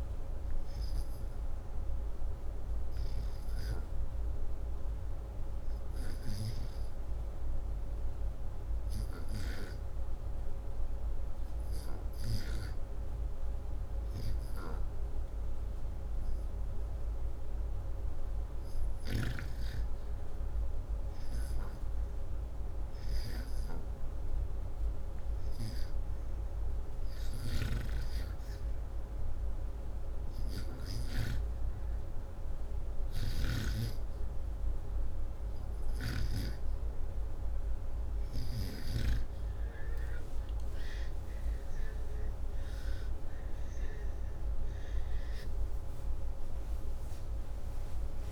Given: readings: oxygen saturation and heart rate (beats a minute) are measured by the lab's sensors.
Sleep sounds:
breathing in sleep by a room microphone; none
4.00-16.00 s: oxygen desaturation (device-marked, oxygen 97% before, 93% lowest, heart rate 78 before, 77 extreme)
25.00-48.32 s: oxygen desaturation (device-marked, oxygen 95% before, 87% lowest, heart rate 78 before, 74 extreme)
40.50-46.00 s: arousal
From the record:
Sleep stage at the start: REM sleep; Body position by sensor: upright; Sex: male

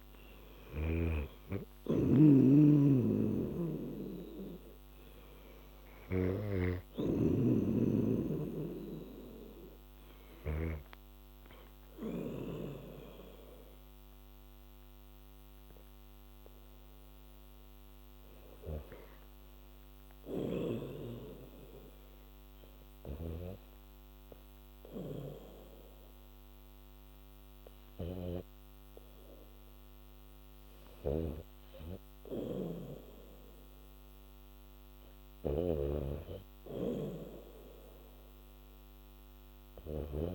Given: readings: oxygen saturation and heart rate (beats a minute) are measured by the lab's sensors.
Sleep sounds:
breathing in sleep by a microphone on the trachea; 1
3.00-12.50 s: snoring (device-marked)
20.00-25.50 s: snoring (device-marked)
20.00-32.50 s: hypopnea (oxygen 97% before, 89% lowest, heart rate 87 before, 68 extreme)
25.50-37.50 s: oxygen desaturation (device-marked, oxygen 97% before, 91% lowest, heart rate 84 before, 68 extreme)
32.50-40.34 s: snoring (device-marked)
37.00-40.00 s: arousal
37.50-40.34 s: new sleep stage, REM sleep
From the record:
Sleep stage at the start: N2 (light sleep); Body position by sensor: on the back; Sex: female

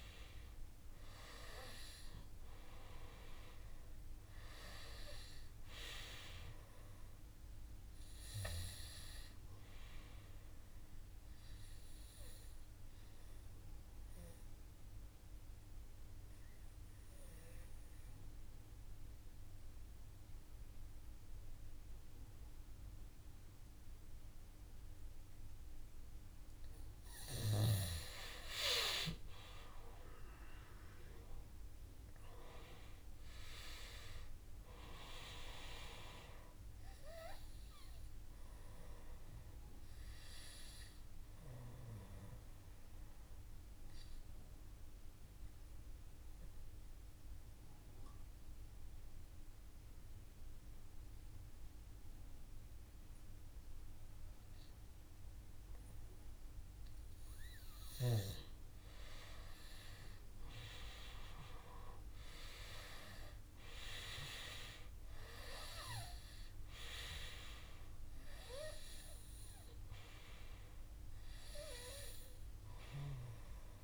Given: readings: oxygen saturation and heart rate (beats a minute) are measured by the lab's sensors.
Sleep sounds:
breathing in sleep by a room microphone; 2
5.00-27.00 s: oxygen desaturation (device-marked, oxygen 96% before, 92% lowest, heart rate 60 before, 56 extreme)
11.50-25.50 s: obstructive apnea (oxygen 96% before, 91% lowest, heart rate 60 before, 56 extreme, up 5 after)
29.00-32.50 s: arousal
41.50-56.00 s: obstructive apnea (oxygen 96% before, 91% lowest, heart rate 61 before, 56 extreme, up 0 after)
49.00-61.00 s: oxygen desaturation (device-marked, oxygen 95% before, 92% lowest, heart rate 60 before, 56 extreme)
61.50-67.00 s: arousal
From the record:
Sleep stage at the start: N2 (light sleep); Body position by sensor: on the back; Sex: male

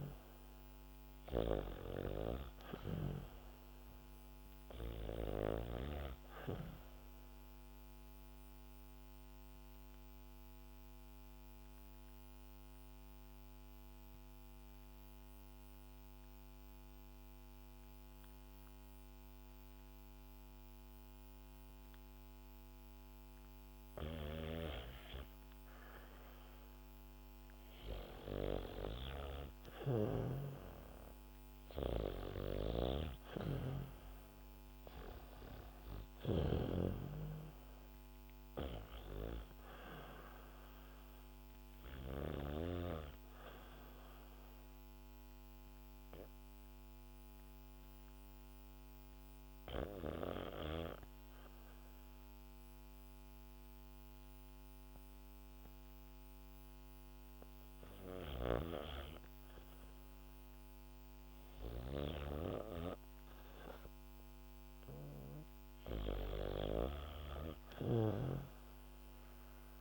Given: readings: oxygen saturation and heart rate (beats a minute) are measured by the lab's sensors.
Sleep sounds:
breathing in sleep by a microphone on the trachea; 2
0.00-1.00 s: arousal
0.00-15.50 s: oxygen desaturation (device-marked, oxygen 90% lowest, heart rate 64 extreme)
8.50-25.50 s: obstructive apnea (oxygen 97% before, 89% lowest, heart rate 63 before, 65 extreme, up 4 after)
23.50-42.00 s: snoring (device-marked)
28.50-33.00 s: arousal
28.50-50.50 s: oxygen desaturation (device-marked, oxygen 97% before, 89% lowest, heart rate 68 before, 63 extreme)
44.50-59.00 s: obstructive apnea (oxygen 97% before, 91% lowest, heart rate 69 before, 63 extreme, up 1 after)
57.50-61.50 s: snoring (device-marked)
59.50-69.81 s: oxygen desaturation (device-marked, oxygen 98% before, 91% lowest, heart rate 70 before, 64 extreme)
61.50-66.00 s: arousal
From the record:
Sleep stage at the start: REM sleep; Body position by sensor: on the back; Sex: female

